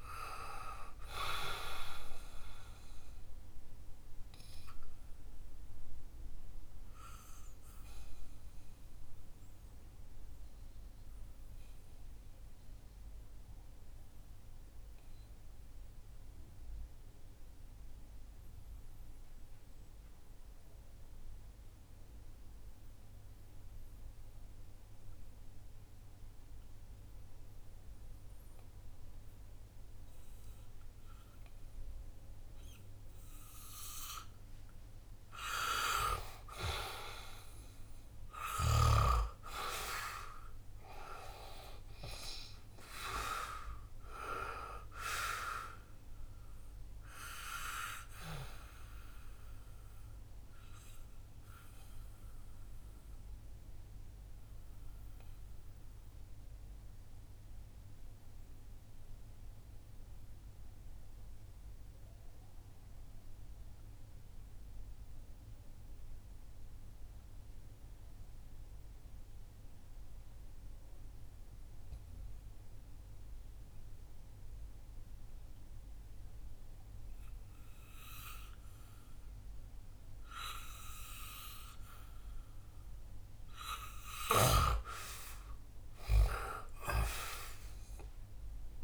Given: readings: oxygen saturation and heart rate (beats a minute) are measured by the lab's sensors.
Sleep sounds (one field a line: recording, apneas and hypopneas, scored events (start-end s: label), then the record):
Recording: breathing in sleep by a room microphone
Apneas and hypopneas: 2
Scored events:
0.00-25.00 s: oxygen desaturation (device-marked, oxygen 88% lowest, heart rate 61 extreme)
8.50-34.50 s: obstructive apnea (oxygen 97% before, 88% lowest, heart rate 67 before, 61 extreme, up 6 after)
37.00-67.00 s: oxygen desaturation (device-marked, oxygen 99% before, 89% lowest, heart rate 63 before, 60 extreme)
37.50-42.50 s: arousal
51.00-84.00 s: obstructive apnea (oxygen 99% before, 89% lowest, heart rate 68 before, 58 extreme, up 14 after)
87.00-88.84 s: arousal
From the record:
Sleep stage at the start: N2 (light sleep)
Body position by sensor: on the back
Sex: male